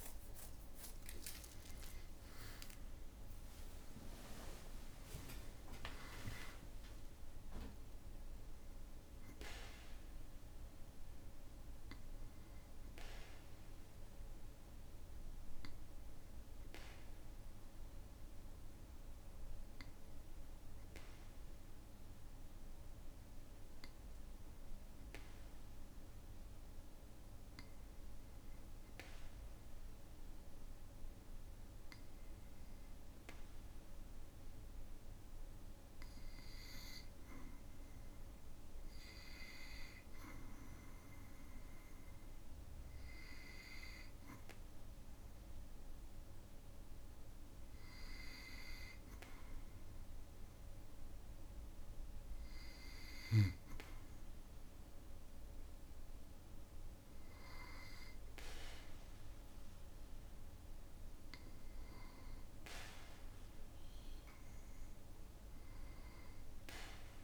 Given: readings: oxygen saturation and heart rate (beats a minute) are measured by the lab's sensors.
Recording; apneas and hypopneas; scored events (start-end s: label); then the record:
breathing in sleep by a room microphone; 1
0.00-1.50 s: arousal
0.00-3.50 s: tachycardia (device-marked, heart rate 183 extreme)
0.50-2.50 s: long interval between heartbeats (device-marked, heart rate 72 before, 180 extreme)
16.50-42.50 s: obstructive apnea (oxygen 96% before, 96% lowest, heart rate 108 before, 53 extreme, up 1 after)
38.50-40.50 s: long interval between heartbeats (device-marked, heart rate 57 before, 60 extreme)
45.00-48.00 s: arousal
From the record:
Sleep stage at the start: N2 (light sleep); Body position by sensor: on the back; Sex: male